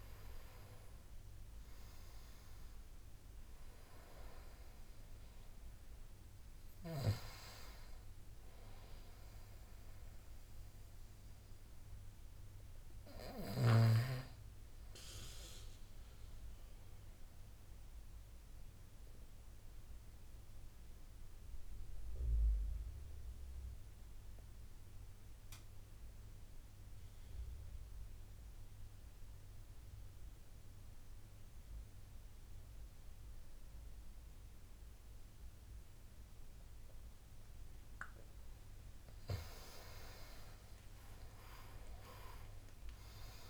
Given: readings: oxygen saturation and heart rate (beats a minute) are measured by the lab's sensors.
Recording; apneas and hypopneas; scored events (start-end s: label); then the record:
breathing in sleep by a room microphone; 1
0.00-23.00 s: oxygen desaturation (device-marked, oxygen 89% lowest, heart rate 64 extreme)
17.50-38.00 s: obstructive apnea (oxygen 99% before, 89% lowest, heart rate 74 before, 64 extreme, up 14 after)
40.00-43.50 s: arousal
42.00-43.50 s: oxygen desaturation (device-marked, oxygen 99% before, 92% lowest, heart rate 70 before, 72 extreme)
From the record:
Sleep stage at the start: N2 (light sleep); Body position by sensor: on the front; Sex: male